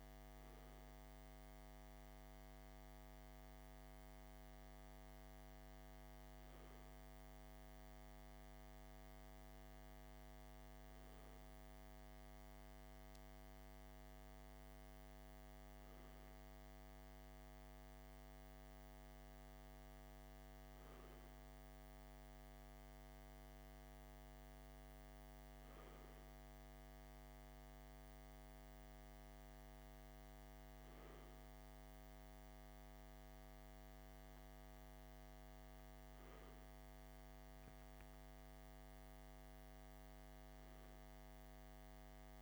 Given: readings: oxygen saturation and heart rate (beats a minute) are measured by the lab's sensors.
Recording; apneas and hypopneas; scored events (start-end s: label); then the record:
breathing in sleep, hard to hear, by a microphone on the trachea; none
none scored
From the record:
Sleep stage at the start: N2 (light sleep); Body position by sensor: on the left side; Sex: male